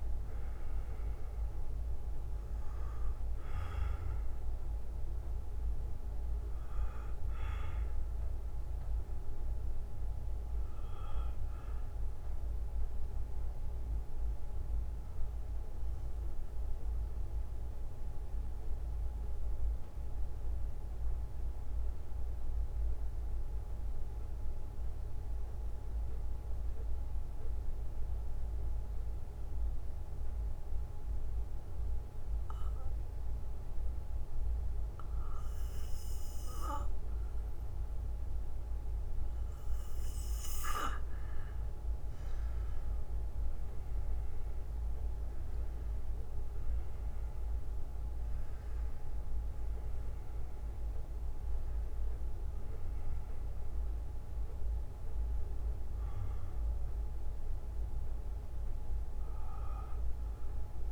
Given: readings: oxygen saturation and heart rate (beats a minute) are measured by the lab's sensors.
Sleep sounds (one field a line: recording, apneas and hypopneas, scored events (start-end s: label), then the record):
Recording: breathing in sleep, hard to hear, by a room microphone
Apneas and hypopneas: 1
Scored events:
0.00-7.00 s: oxygen desaturation (device-marked, oxygen 93% lowest, heart rate 53 extreme)
10.00-13.00 s: bradycardia (device-marked, heart rate 59 before, 56 extreme)
15.00-46.00 s: bradycardia (device-marked, heart rate 59 before, 53 extreme)
16.00-30.00 s: oxygen desaturation (device-marked, oxygen 94% before, 89% lowest, heart rate 62 before, 53 extreme)
17.00-40.50 s: mixed apnea (oxygen 97% before, 89% lowest, heart rate 62 before, 48 extreme, up 5 after)
43.00-47.00 s: arousal
46.00-60.00 s: oxygen desaturation (device-marked, oxygen 98% before, 93% lowest, heart rate 57 before, 48 extreme)
47.00-49.00 s: bradycardia (device-marked, heart rate 59 before, 55 extreme)
55.00-60.92 s: bradycardia (device-marked, heart rate 59 before, 48 extreme)
From the record:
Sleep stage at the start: N2 (light sleep)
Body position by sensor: on the back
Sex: male